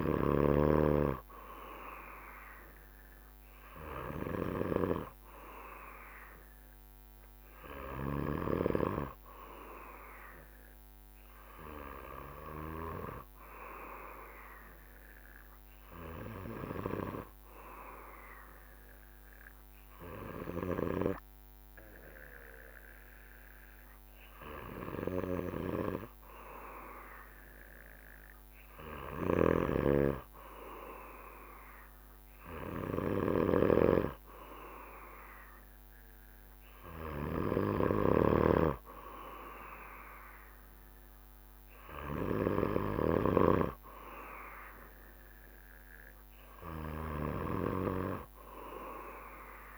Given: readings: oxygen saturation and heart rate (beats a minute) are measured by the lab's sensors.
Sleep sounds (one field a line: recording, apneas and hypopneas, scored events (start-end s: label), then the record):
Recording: breathing in sleep by a microphone on the trachea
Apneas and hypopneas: 1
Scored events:
15.00-29.50 s: obstructive apnea (oxygen 96% before, 95% lowest, heart rate 66 before, 63 extreme, up 11 after)
31.00-34.00 s: arousal
38.00-43.50 s: snoring (device-marked)
From the record:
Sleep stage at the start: N2 (light sleep)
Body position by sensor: on the back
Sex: male